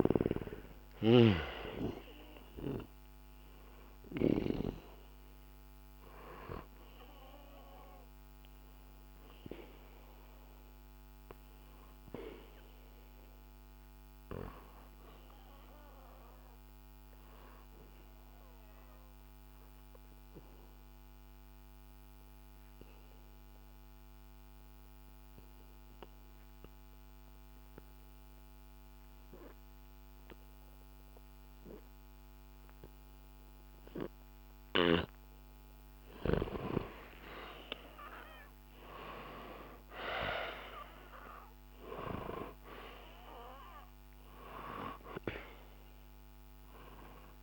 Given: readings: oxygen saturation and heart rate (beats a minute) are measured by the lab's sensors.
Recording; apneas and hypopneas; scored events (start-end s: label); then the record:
breathing in sleep by a microphone on the trachea; 1
0.00-1.00 s: arousal
0.00-4.50 s: snoring (device-marked)
0.00-28.00 s: oxygen desaturation (device-marked, oxygen 91% lowest, heart rate 63 extreme)
15.00-36.00 s: obstructive apnea (oxygen 98% before, 91% lowest, heart rate 65 before, 63 extreme, up 1 after)
37.00-41.50 s: arousal
44.00-47.43 s: oxygen desaturation (device-marked, oxygen 98% before, 91% lowest, heart rate 65 before, 57 extreme)
From the record:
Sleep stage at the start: N2 (light sleep); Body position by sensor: on the back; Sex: male